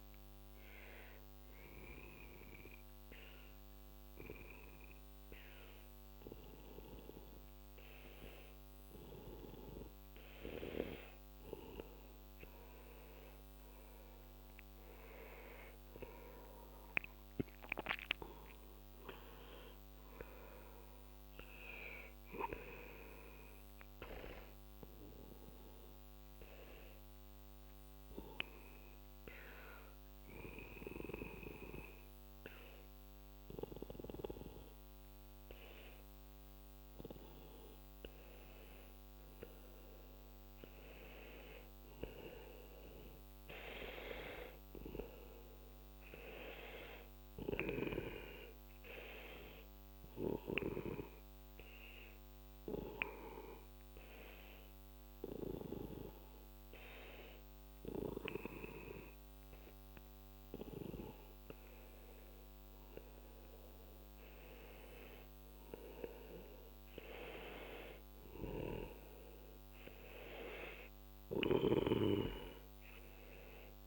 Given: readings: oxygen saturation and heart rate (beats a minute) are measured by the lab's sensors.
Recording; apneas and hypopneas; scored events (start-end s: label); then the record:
breathing in sleep by a microphone on the trachea; 3
2.00-13.00 s: obstructive apnea (oxygen 97% before, 91% lowest, heart rate 70 before, 45 extreme, up 12 after)
12.50-30.50 s: oxygen desaturation (device-marked, oxygen 96% before, 91% lowest, heart rate 55 before, 45 extreme)
15.00-19.00 s: arousal
24.50-38.00 s: obstructive apnea (oxygen 96% before, 91% lowest, heart rate 57 before, 47 extreme, up 12 after)
39.50-43.00 s: arousal
50.00-63.00 s: hypopnea (oxygen 96% before, 91% lowest, heart rate 52 before, 51 extreme, up 7 after)
65.50-70.00 s: arousal
From the record:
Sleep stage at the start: N2 (light sleep); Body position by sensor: on the back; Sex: male